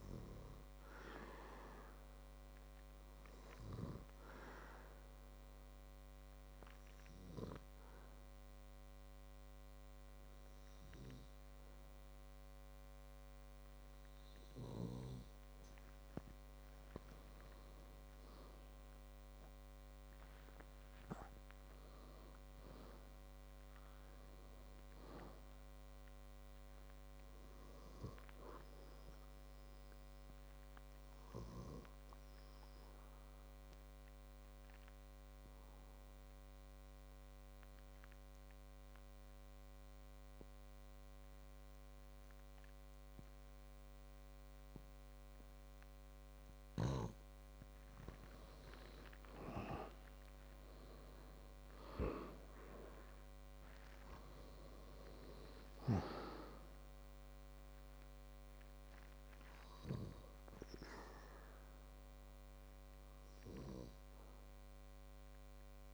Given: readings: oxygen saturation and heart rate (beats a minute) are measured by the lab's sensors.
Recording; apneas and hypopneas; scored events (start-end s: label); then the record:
breathing in sleep by a microphone on the trachea; 2
0.50-16.00 s: obstructive apnea (oxygen 97% before, 94% lowest, heart rate 62 before, 56 extreme, up 12 after)
18.00-21.00 s: arousal
31.50-48.00 s: obstructive apnea (oxygen 96% before, 92% lowest, heart rate 63 before, 55 extreme, up 12 after)
49.50-53.50 s: arousal
From the record:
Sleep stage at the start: N2 (light sleep); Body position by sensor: on the back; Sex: male